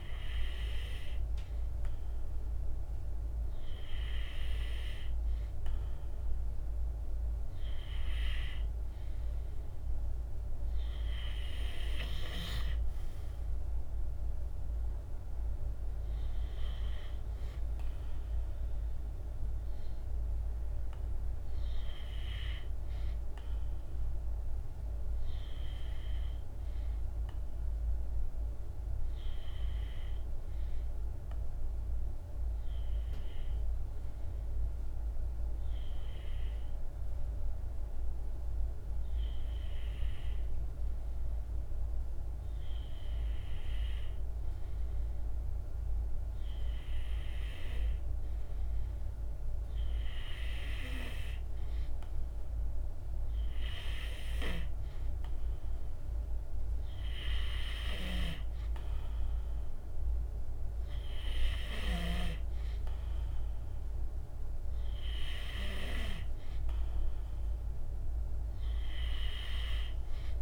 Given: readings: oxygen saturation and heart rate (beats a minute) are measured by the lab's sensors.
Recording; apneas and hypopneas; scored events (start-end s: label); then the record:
breathing in sleep by a room microphone; none
none scored
From the record:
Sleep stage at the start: N2 (light sleep); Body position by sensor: on the back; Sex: male